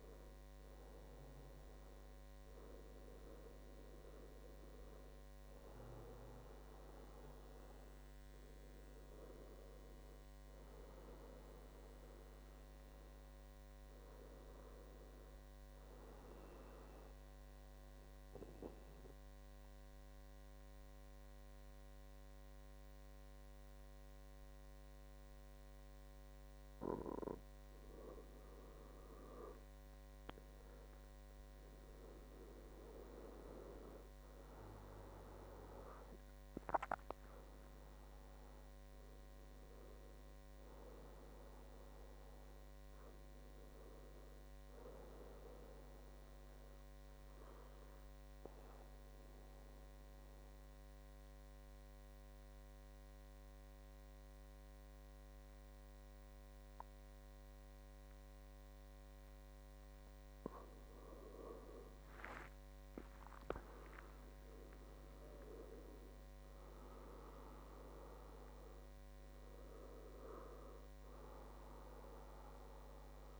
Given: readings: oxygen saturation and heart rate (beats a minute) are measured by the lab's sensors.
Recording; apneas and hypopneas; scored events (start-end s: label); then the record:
breathing in sleep by a microphone on the trachea; 2
0.50-2.50 s: long interval between heartbeats (device-marked, heart rate 73 before, 72 extreme)
16.00-28.00 s: central apnea (oxygen 98% before, 93% lowest, heart rate 72 before, 66 extreme, up 10 after)
30.00-33.50 s: arousal
32.50-50.50 s: oxygen desaturation (device-marked, oxygen 97% before, 94% lowest, heart rate 67 before, 65 extreme)
46.50-61.00 s: obstructive apnea (oxygen 97% before, 93% lowest, heart rate 74 before, 65 extreme, up 15 after)
69.50-73.40 s: oxygen desaturation (device-marked, oxygen 97% before, 93% lowest, heart rate 69 before, 72 extreme)
From the record:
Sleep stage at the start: N2 (light sleep); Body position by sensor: on the back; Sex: male